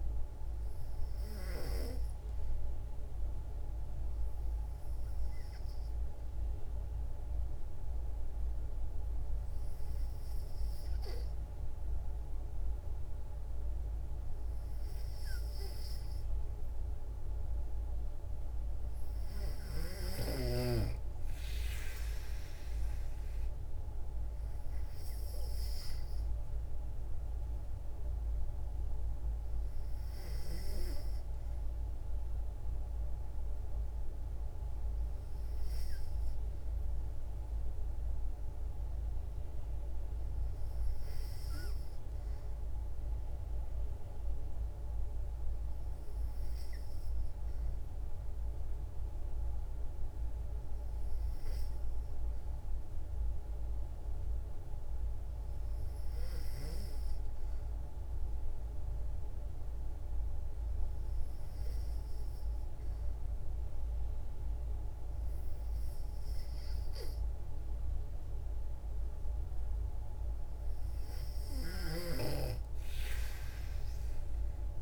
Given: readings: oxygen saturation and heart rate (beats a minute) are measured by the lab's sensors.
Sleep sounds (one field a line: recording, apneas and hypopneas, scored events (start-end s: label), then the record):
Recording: breathing in sleep by a room microphone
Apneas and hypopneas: 1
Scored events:
3.50-15.00 s: hypopnea (oxygen 95% before, 92% lowest, heart rate 54 before, 54 extreme, up 3 after)
17.50-21.00 s: arousal
From the record:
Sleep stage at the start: N2 (light sleep)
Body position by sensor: on the back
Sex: female